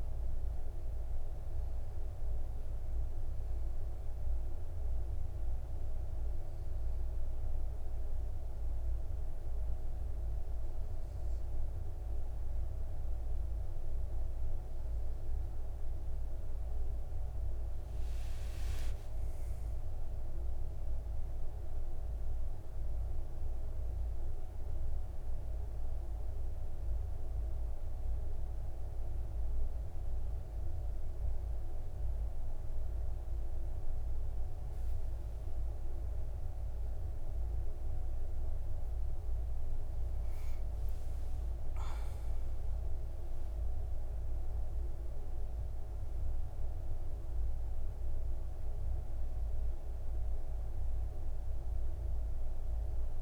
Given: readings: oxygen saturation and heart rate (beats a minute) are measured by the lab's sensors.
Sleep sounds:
breathing in sleep, hard to hear, by a room microphone; 1
0.00-21.50 s: oxygen desaturation (device-marked, oxygen 95% lowest, heart rate 53 extreme)
6.00-17.00 s: obstructive apnea (oxygen 99% before, 94% lowest, heart rate 58 before, 53 extreme, up 14 after)
18.50-22.00 s: arousal
23.50-38.50 s: oxygen desaturation (device-marked, oxygen 97% before, 94% lowest, heart rate 60 before, 53 extreme)
42.00-45.00 s: arousal
From the record:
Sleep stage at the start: N2 (light sleep); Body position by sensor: on the back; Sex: male

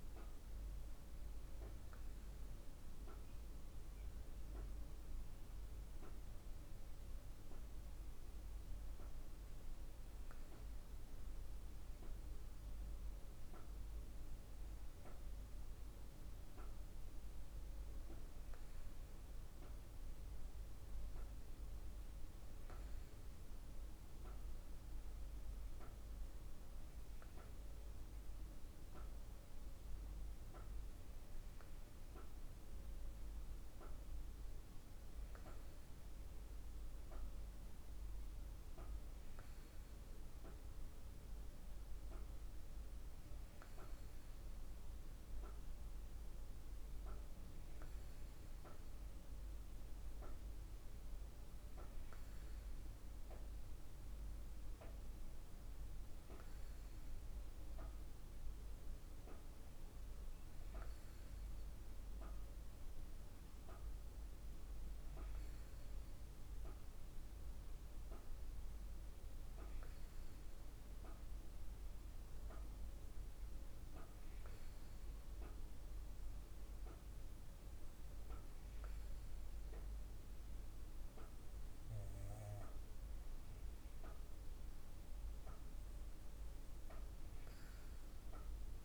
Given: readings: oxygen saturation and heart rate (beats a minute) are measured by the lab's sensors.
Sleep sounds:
breathing in sleep, hard to hear, by a room microphone; none
0.00-1.50 s: oxygen desaturation (device-marked, oxygen 96% lowest, heart rate 51 extreme)
From the record:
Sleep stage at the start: N2 (light sleep); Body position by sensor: on the back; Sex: female

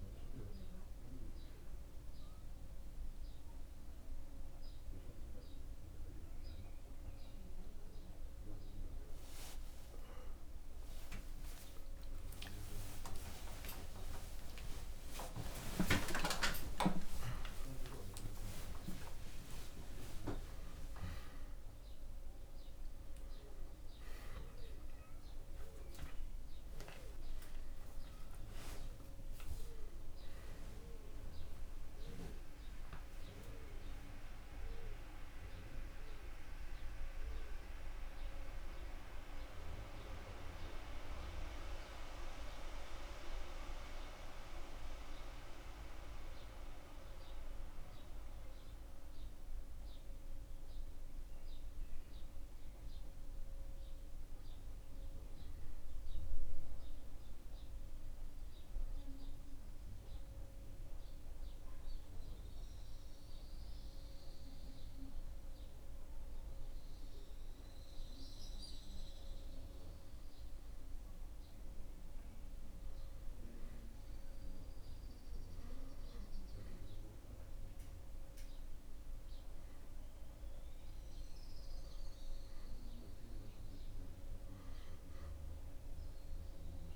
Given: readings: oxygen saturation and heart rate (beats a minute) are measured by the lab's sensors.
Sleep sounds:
a person partly awake in a sleep study, by a room microphone; none
0.00-5.00 s: oxygen desaturation (device-marked, oxygen 93% lowest)
18.00-48.00 s: new sleep stage, awake
48.00-78.00 s: new sleep stage, N1 (lightest sleep)
78.00-86.96 s: new sleep stage, N2 (light sleep)
78.00-86.96 s: oxygen desaturation (device-marked, oxygen 96% before, 93% lowest, heart rate 98 before, 76 extreme)
From the record:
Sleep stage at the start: N2 (light sleep); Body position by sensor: on the back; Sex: male

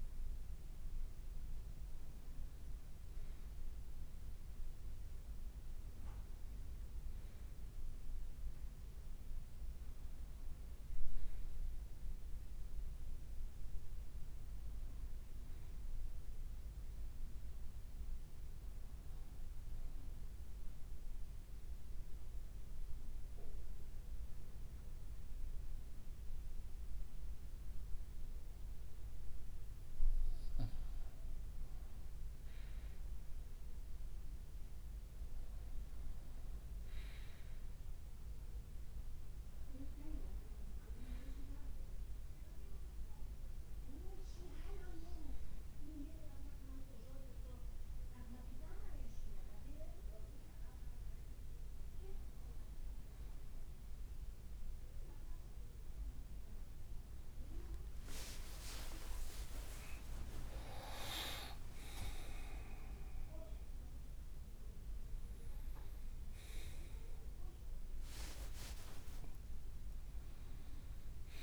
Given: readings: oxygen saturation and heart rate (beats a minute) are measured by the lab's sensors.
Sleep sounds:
breathing in sleep by a room microphone; 1
0.00-14.50 s: oxygen desaturation (device-marked, oxygen 91% lowest, heart rate 56 extreme)
15.00-18.00 s: arousal
20.50-31.00 s: mixed apnea (oxygen 96% before, 92% lowest, heart rate 60 before, 56 extreme, up 0 after)
30.00-31.00 s: leg movement (device-marked)
33.50-37.00 s: arousal
34.50-38.50 s: leg movement (device-marked)
39.50-71.43 s: new sleep stage, N1 (lightest sleep)
57.00-63.00 s: leg movement (device-marked)
57.50-62.50 s: arousal
58.00-60.00 s: long interval between heartbeats (device-marked, heart rate 59 before, 69 extreme)
67.00-69.50 s: leg movement (device-marked)
68.00-70.00 s: long interval between heartbeats (device-marked, heart rate 68 before, 76 extreme)
From the record:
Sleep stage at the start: N2 (light sleep); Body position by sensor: on the right side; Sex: male

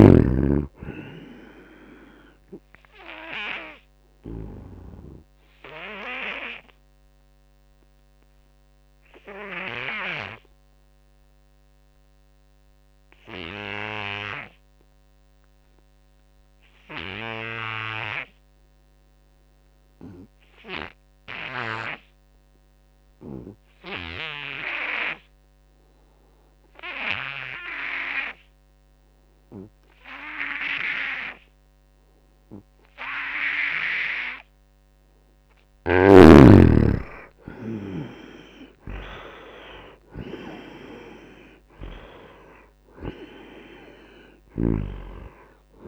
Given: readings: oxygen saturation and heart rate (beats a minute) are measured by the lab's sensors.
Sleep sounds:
breathing in sleep by a microphone on the trachea; 1
0.00-14.50 s: oxygen desaturation (device-marked, oxygen 75% lowest, heart rate 68 extreme)
4.00-34.50 s: obstructive apnea (oxygen 98% before, 75% lowest, heart rate 78 before, 68 extreme, up 6 after)
26.50-45.88 s: oxygen desaturation (device-marked, oxygen 98% before, 75% lowest, heart rate 83 before, 68 extreme)
36.00-39.50 s: arousal
44.00-45.88 s: snoring (device-marked)
From the record:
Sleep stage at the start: N2 (light sleep); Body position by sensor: on the front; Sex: male

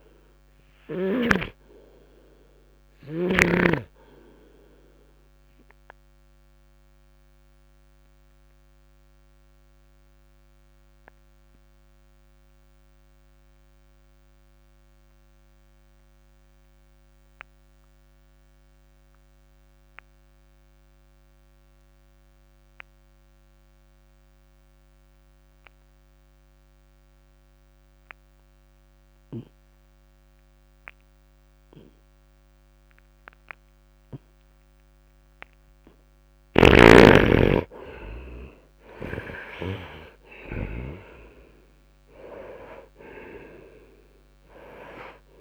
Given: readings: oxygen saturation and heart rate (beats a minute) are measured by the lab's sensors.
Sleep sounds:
breathing in sleep by a microphone on the trachea; 1
0.00-3.50 s: snoring (device-marked)
0.00-29.50 s: oxygen desaturation (device-marked, oxygen 74% lowest, heart rate 51 extreme)
4.50-35.50 s: obstructive apnea (oxygen 95% before, 74% lowest, heart rate 58 before, 52 extreme, up 8 after)
31.50-45.41 s: oxygen desaturation (device-marked, oxygen 93% before, 74% lowest, heart rate 66 before, 53 extreme)
36.50-41.00 s: snoring (device-marked)
37.50-41.00 s: arousal
From the record:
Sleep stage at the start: N2 (light sleep); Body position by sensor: on the right side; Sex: male

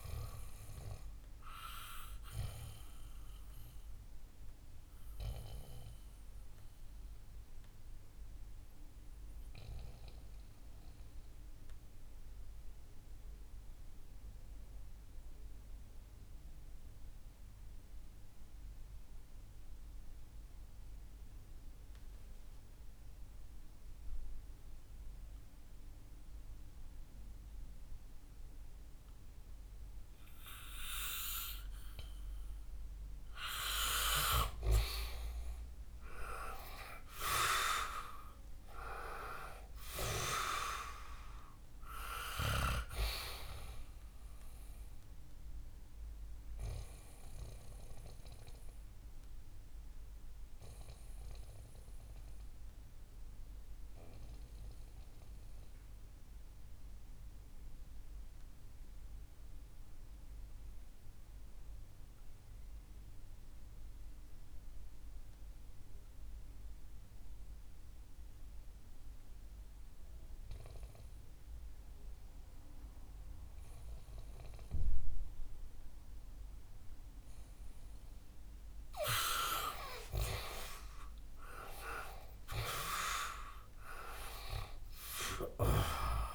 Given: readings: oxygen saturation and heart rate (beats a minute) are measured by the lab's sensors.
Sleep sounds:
breathing in sleep by a room microphone; 2
1.00-10.00 s: oxygen desaturation (device-marked, oxygen 97% before, 93% lowest, heart rate 71 before, 58 extreme)
3.50-33.00 s: obstructive apnea (oxygen 99% before, 89% lowest, heart rate 72 before, 58 extreme, up 5 after)
19.00-27.00 s: oxygen desaturation (device-marked, oxygen 95% before, 92% lowest, heart rate 64 before, 62 extreme)
36.00-39.00 s: arousal
41.00-65.00 s: oxygen desaturation (device-marked, oxygen 99% before, 89% lowest, heart rate 69 before, 61 extreme)
44.50-77.50 s: obstructive apnea (oxygen 99% before, 88% lowest, heart rate 70 before, 61 extreme, up 11 after)
76.00-86.35 s: oxygen desaturation (device-marked, oxygen 99% before, 92% lowest, heart rate 66 before, 62 extreme)
81.00-86.35 s: arousal
From the record:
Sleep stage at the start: N2 (light sleep); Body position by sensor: on the back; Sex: male

